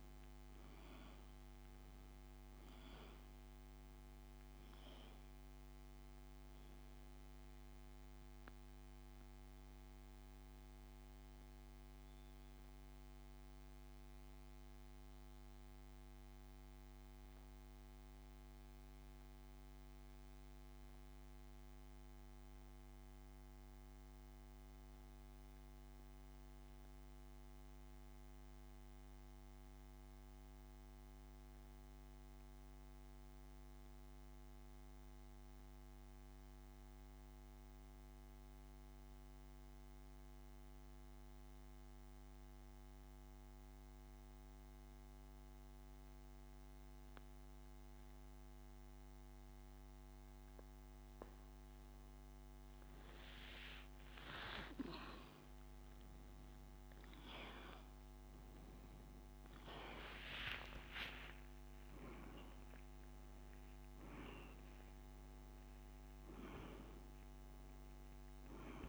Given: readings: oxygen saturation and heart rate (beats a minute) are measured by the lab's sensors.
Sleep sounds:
breathing in sleep by a microphone on the trachea; 1
11.00-49.50 s: central apnea (oxygen 97% before, 85% lowest)
23.50-47.50 s: oxygen desaturation (device-marked, oxygen 95% before, 86% lowest)
55.50-61.00 s: arousal
From the record:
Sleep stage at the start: N2 (light sleep); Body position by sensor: on the back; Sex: male

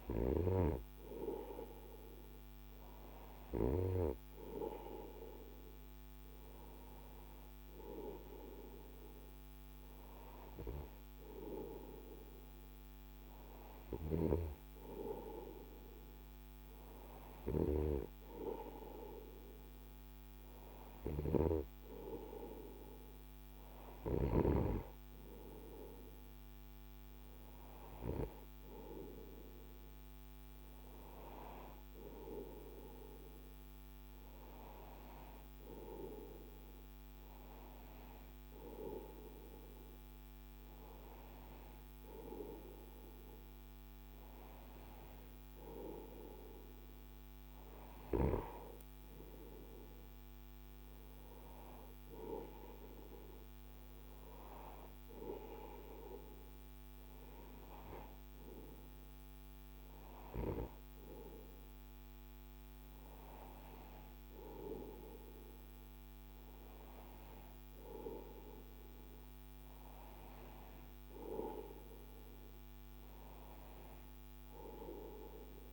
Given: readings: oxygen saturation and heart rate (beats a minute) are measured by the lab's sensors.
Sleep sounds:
breathing in sleep by a microphone on the trachea; none
none scored
From the record:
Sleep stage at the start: N2 (light sleep); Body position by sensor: on the right side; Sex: male

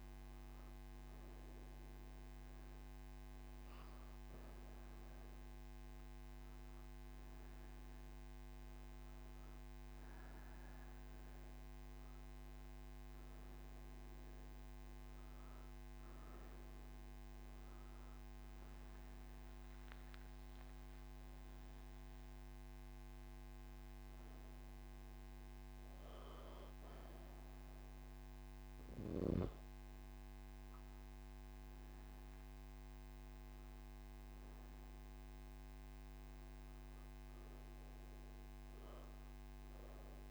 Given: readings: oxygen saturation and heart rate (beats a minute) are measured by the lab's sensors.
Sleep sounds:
breathing in sleep, hard to hear, by a microphone on the trachea; none
21.50-36.50 s: oxygen desaturation (device-marked, oxygen 97% before, 93% lowest)
From the record:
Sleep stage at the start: N3 (deep sleep); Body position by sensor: on the right side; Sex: female

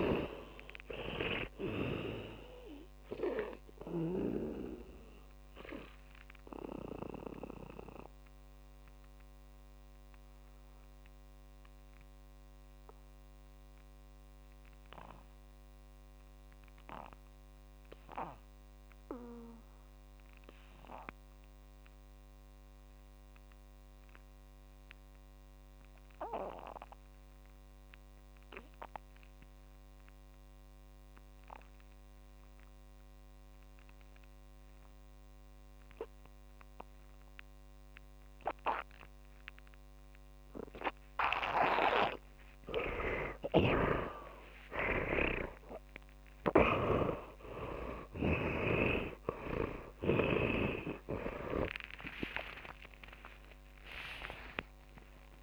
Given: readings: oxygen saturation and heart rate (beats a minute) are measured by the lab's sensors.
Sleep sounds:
breathing in sleep by a microphone on the trachea; 1
0.00-2.50 s: snoring (device-marked)
0.00-22.50 s: oxygen desaturation (device-marked, oxygen 72% lowest)
5.00-41.50 s: mixed apnea (oxygen 100% before, 72% lowest)
27.50-55.43 s: oxygen desaturation (device-marked, oxygen 100% before, 78% lowest)
44.00-51.00 s: snoring (device-marked)
44.50-51.50 s: arousal
From the record:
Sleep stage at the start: N2 (light sleep); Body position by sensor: on the back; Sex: male

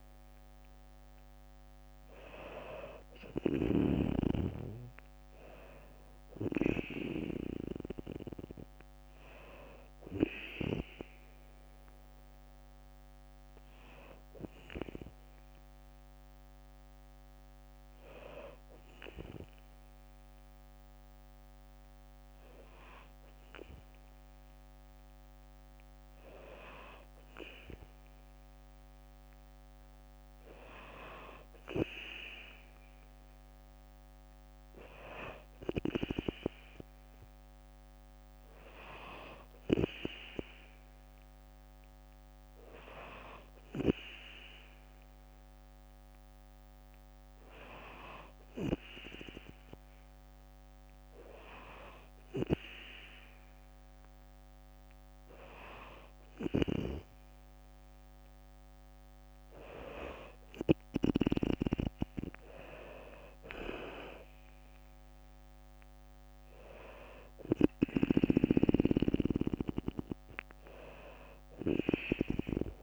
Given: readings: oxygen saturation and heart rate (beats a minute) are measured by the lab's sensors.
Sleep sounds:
breathing in sleep by a microphone on the trachea; 2
4.00-16.00 s: drop in pulse transit time (device-marked, heart rate 60 before, 61 extreme)
16.50-26.50 s: hypopnea (oxygen 97% before, 94% lowest, heart rate 63 before, 60 extreme, up 2 after)
27.00-30.00 s: arousal
31.00-47.00 s: oxygen desaturation (device-marked, oxygen 97% before, 94% lowest, heart rate 61 before, 61 extreme)
45.00-55.00 s: hypopnea (oxygen 97% before, 93% lowest, heart rate 61 before, 59 extreme, up 2 after)
60.00-64.00 s: arousal
62.00-72.83 s: drop in pulse transit time (device-marked, heart rate 63 before, 61 extreme)
67.00-71.50 s: snoring (device-marked)
From the record:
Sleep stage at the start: N2 (light sleep); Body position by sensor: on the back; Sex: female

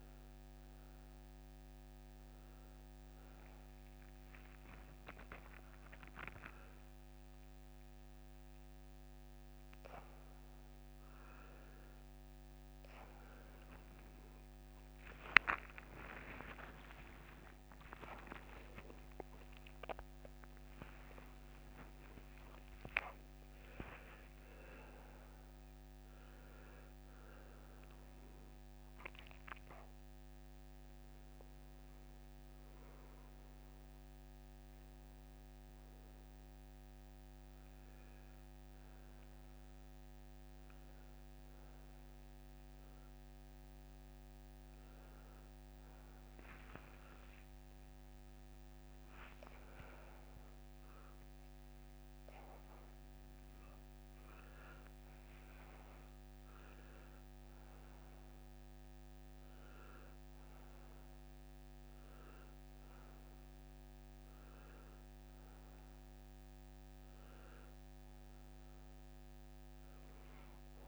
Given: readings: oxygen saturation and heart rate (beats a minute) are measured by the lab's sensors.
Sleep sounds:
a person awake in a sleep study, by a microphone on the trachea; none
18.50-23.50 s: oxygen desaturation (device-marked, oxygen 98% before, 93% lowest, heart rate 89 before, 80 extreme)
52.50-70.88 s: new sleep stage, N1 (lightest sleep)
From the record:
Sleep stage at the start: awake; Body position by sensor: on the right side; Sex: male

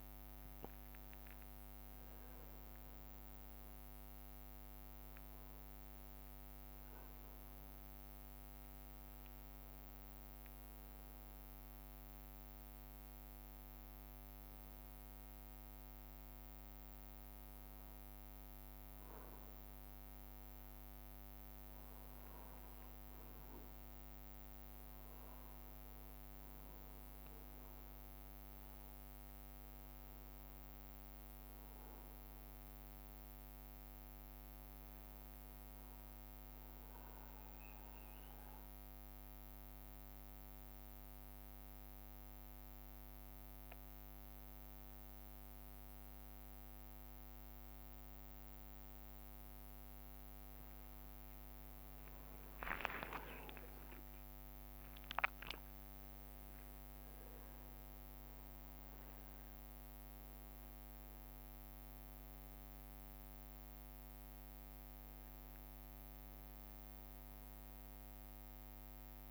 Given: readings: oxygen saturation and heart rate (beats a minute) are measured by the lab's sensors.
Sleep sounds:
breathing in sleep, hard to hear, by a microphone on the trachea; none
0.00-4.00 s: drop in pulse transit time (device-marked, heart rate 68 extreme)
0.50-4.50 s: leg movement (device-marked)
6.00-12.50 s: leg movement (device-marked)
15.50-16.50 s: leg movement (device-marked)
21.00-29.50 s: leg movement (device-marked)
39.50-41.50 s: leg movement (device-marked)
47.00-56.00 s: leg movement (device-marked)
51.00-55.00 s: tachycardia (device-marked, heart rate 71 before, 102 extreme)
51.50-53.50 s: long interval between heartbeats (device-marked, heart rate 65 before, 79 extreme)
52.00-56.00 s: arousal
52.00-64.00 s: drop in pulse transit time (device-marked, heart rate 66 before, 71 extreme)
53.50-55.50 s: long interval between heartbeats (device-marked, heart rate 67 before, 99 extreme)
62.00-65.50 s: leg movement (device-marked)
66.50-69.31 s: leg movement (device-marked)
From the record:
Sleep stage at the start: N2 (light sleep); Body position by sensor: on the back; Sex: male

